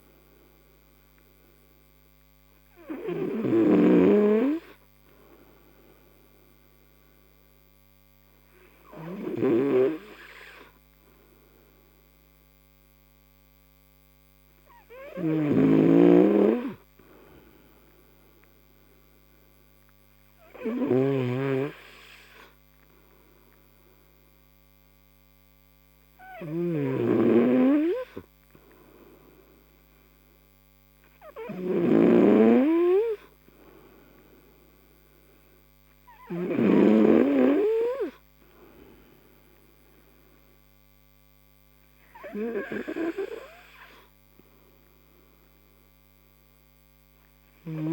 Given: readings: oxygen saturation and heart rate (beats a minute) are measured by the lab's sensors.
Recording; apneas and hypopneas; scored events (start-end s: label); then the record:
breathing in sleep by a microphone on the trachea; none
0.00-4.00 s: snoring (device-marked)
15.50-37.00 s: snoring (device-marked)
24.50-34.50 s: oxygen desaturation (device-marked, oxygen 93% before, 90% lowest)
From the record:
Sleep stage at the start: N2 (light sleep); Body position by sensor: on the right side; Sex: male